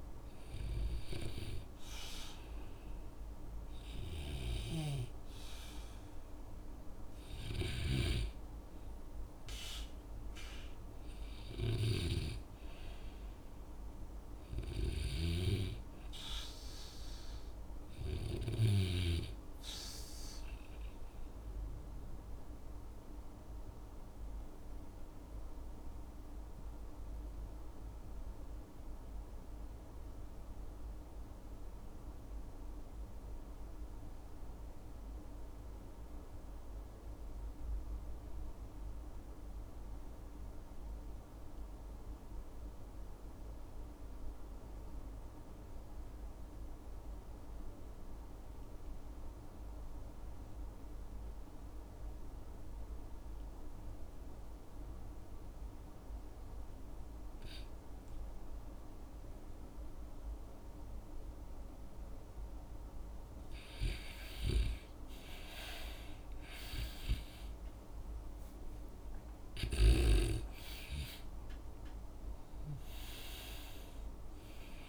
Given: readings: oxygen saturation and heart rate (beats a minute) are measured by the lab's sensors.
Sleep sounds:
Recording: breathing in sleep by a room microphone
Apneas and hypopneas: 1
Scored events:
0.00-2.00 s: oxygen desaturation (device-marked, oxygen 81% lowest, heart rate 59 extreme)
4.50-15.50 s: snoring (device-marked)
5.50-10.00 s: arousal
22.00-62.50 s: obstructive apnea (oxygen 98% before, 79% lowest, heart rate 68 before, 57 extreme, up 13 after)
37.00-74.89 s: oxygen desaturation (device-marked, oxygen 97% before, 79% lowest, heart rate 63 before, 59 extreme)
64.00-69.00 s: arousal
From the record:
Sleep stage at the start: REM sleep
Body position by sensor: on the back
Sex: male

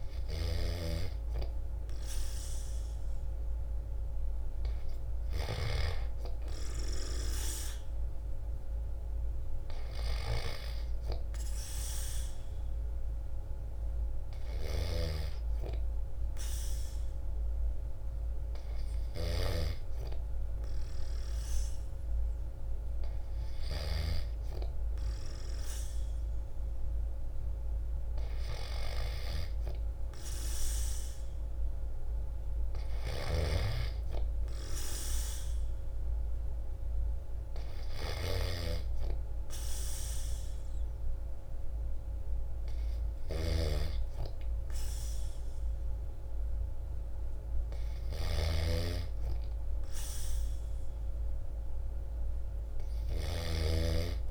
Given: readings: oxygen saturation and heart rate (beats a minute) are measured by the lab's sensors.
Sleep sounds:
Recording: breathing in sleep by a room microphone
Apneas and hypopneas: none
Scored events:
32.50-54.31 s: snoring (device-marked)
From the record:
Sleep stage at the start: N3 (deep sleep)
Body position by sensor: on the right side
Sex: male

